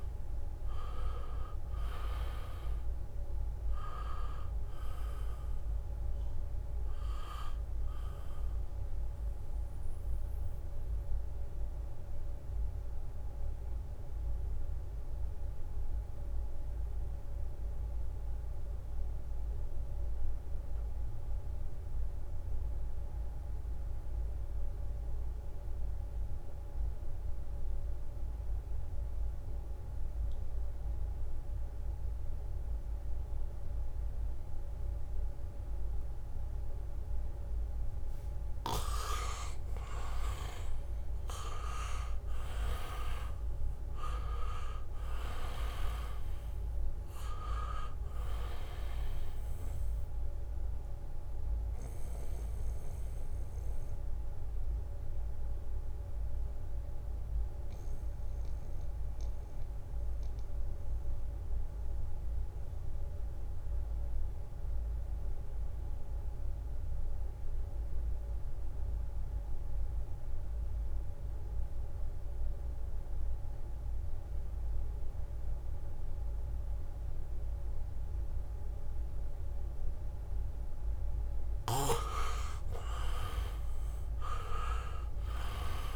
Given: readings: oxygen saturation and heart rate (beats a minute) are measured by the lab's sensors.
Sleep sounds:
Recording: breathing in sleep by a room microphone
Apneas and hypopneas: 2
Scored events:
0.00-2.00 s: leg movement (device-marked)
0.00-24.00 s: oxygen desaturation (device-marked, oxygen 78% lowest, heart rate 66 extreme)
6.00-7.00 s: leg movement (device-marked)
12.50-37.50 s: mixed apnea (oxygen 97% before, 78% lowest, heart rate 69 before, 66 extreme, up 0 after)
33.00-67.00 s: oxygen desaturation (device-marked, oxygen 99% before, 79% lowest, heart rate 76 before, 66 extreme)
39.50-44.00 s: arousal
53.00-81.50 s: mixed apnea (oxygen 99% before, 78% lowest, heart rate 70 before, 68 extreme, up 1 after)
74.00-75.50 s: leg movement (device-marked)
76.00-85.96 s: oxygen desaturation (device-marked, oxygen 99% before, 78% lowest, heart rate 75 before, 68 extreme)
83.00-85.96 s: arousal
From the record:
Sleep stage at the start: N2 (light sleep)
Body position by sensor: on the back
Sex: male

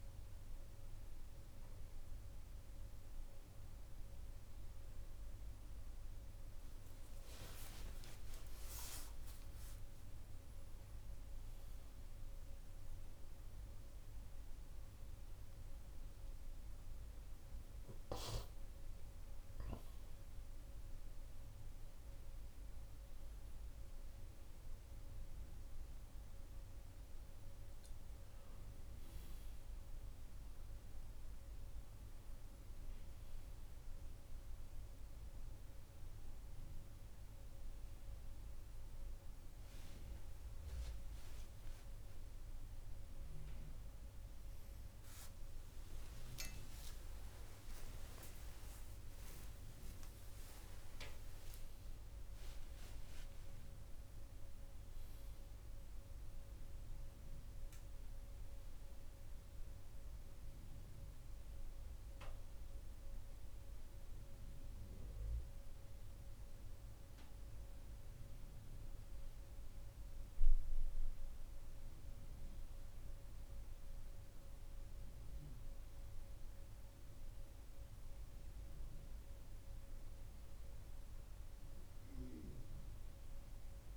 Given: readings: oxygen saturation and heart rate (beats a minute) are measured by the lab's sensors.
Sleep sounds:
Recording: a person awake in a sleep study, hard to hear, by a room microphone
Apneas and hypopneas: none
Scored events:
76.50-83.97 s: new sleep stage, N1 (lightest sleep)
From the record:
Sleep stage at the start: awake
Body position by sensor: on the right side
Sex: male

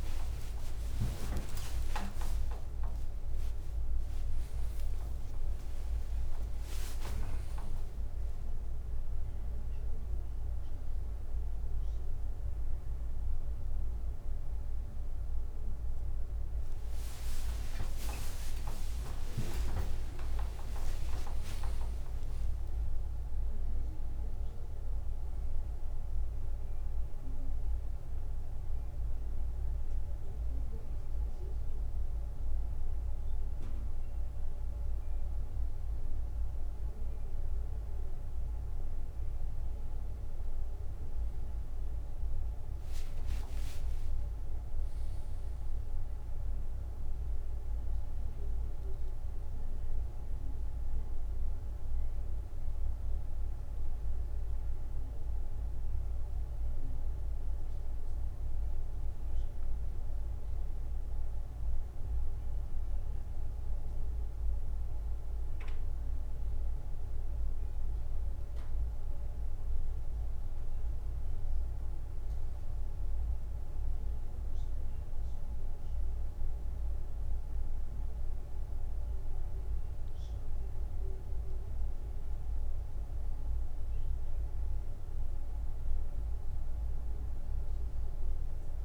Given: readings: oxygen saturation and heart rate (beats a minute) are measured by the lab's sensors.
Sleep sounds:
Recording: a person awake in a sleep study, by a room microphone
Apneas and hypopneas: none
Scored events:
22.00-34.00 s: drop in pulse transit time (device-marked, heart rate 81 before, 80 extreme)
45.00-59.00 s: oxygen desaturation (device-marked, oxygen 96% before, 93% lowest, heart rate 80 before, 74 extreme)
65.00-88.85 s: new sleep stage, N1 (lightest sleep)
From the record:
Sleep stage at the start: awake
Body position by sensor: on the back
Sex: male

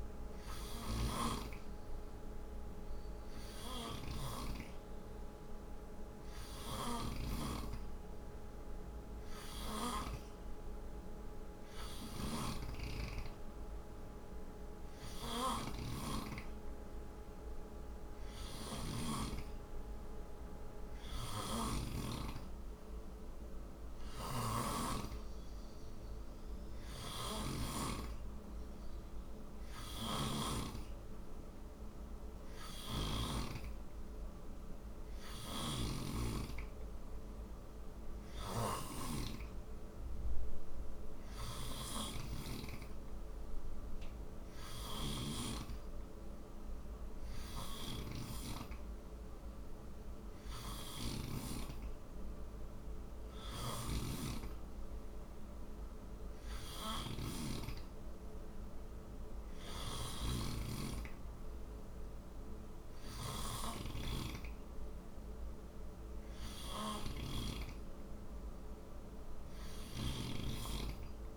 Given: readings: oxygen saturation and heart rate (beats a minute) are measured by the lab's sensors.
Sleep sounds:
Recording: breathing in sleep by a room microphone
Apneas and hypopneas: none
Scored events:
0.00-4.00 s: snoring (device-marked)
6.00-9.50 s: snoring (device-marked)
11.50-21.50 s: snoring (device-marked)
23.50-33.00 s: snoring (device-marked)
35.00-48.00 s: snoring (device-marked)
50.00-71.37 s: snoring (device-marked)
From the record:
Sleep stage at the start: N3 (deep sleep)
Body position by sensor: on the right side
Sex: male

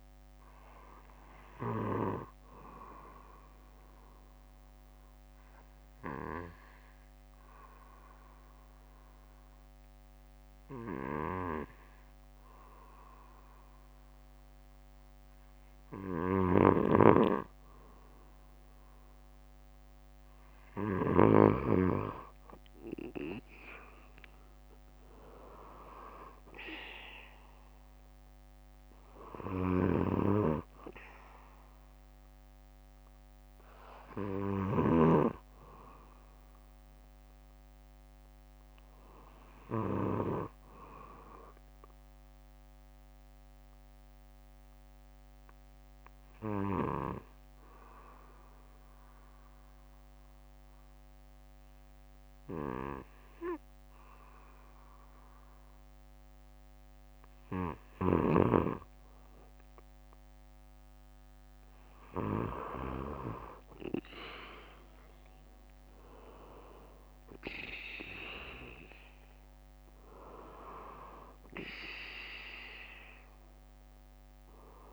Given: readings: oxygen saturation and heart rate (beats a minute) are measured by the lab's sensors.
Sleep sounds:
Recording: breathing in sleep by a microphone on the trachea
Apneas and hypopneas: 2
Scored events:
0.00-1.50 s: arousal
0.00-2.00 s: bradycardia (device-marked, heart rate 60 before, 61 extreme)
4.50-15.50 s: obstructive apnea (oxygen 95% before, 93% lowest, heart rate 61 before, 56 extreme, up 5 after)
16.00-18.00 s: bradycardia (device-marked, heart rate 60 before, 60 extreme)
16.50-21.50 s: snoring (device-marked)
17.00-20.50 s: arousal
30.00-32.00 s: bradycardia (device-marked, heart rate 60 before, 64 extreme)
33.00-47.00 s: bradycardia (device-marked, heart rate 60 before, 53 extreme)
43.00-56.50 s: obstructive apnea (oxygen 95% before, 93% lowest, heart rate 61 before, 56 extreme, up 5 after)
48.00-50.00 s: bradycardia (device-marked, heart rate 60 before, 56 extreme)
56.00-58.00 s: bradycardia (device-marked, heart rate 60 before, 56 extreme)
60.00-62.00 s: bradycardia (device-marked, heart rate 60 before, 59 extreme)
60.00-64.00 s: arousal
From the record:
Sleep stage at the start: N2 (light sleep)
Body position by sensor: on the back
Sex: male

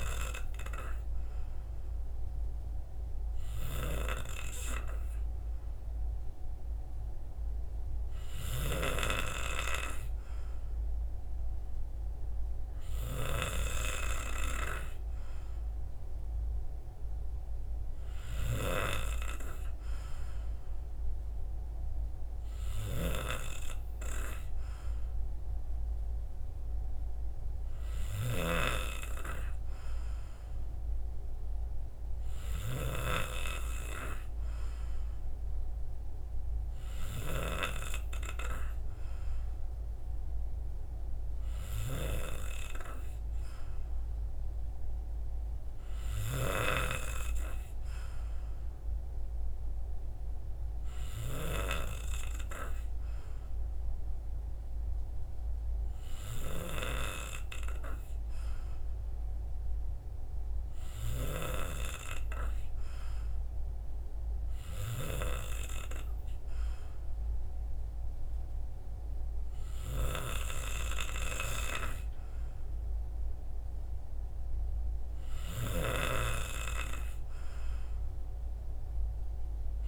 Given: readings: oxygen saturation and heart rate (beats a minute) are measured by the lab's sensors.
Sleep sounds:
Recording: breathing in sleep by a room microphone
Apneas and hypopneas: none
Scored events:
25.50-79.88 s: new sleep stage, N3 (deep sleep)
From the record:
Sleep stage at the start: N2 (light sleep)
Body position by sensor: on the right side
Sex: male

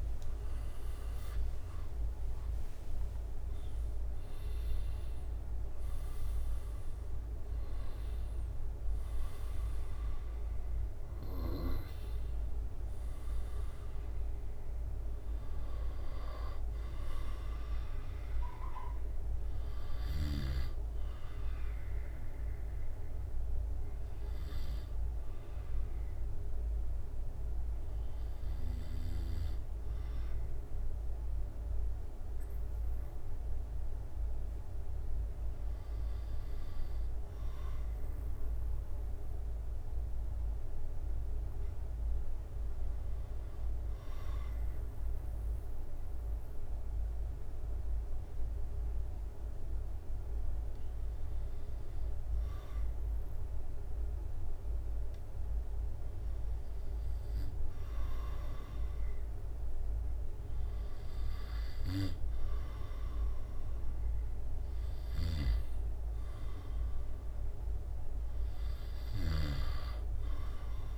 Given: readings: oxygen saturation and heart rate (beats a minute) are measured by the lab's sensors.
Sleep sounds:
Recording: breathing in sleep, hard to hear, by a room microphone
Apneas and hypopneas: 1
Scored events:
0.00-3.00 s: arousal
0.00-13.00 s: oxygen desaturation (device-marked, oxygen 88% lowest, heart rate 66 extreme)
0.00-14.00 s: drop in pulse transit time (device-marked, heart rate 69 before, 75 extreme)
25.50-58.00 s: obstructive apnea (oxygen 95% before, 95% lowest, heart rate 81 before, 66 extreme)
59.00-62.50 s: arousal
From the record:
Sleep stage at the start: N2 (light sleep)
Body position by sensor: on the back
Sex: male

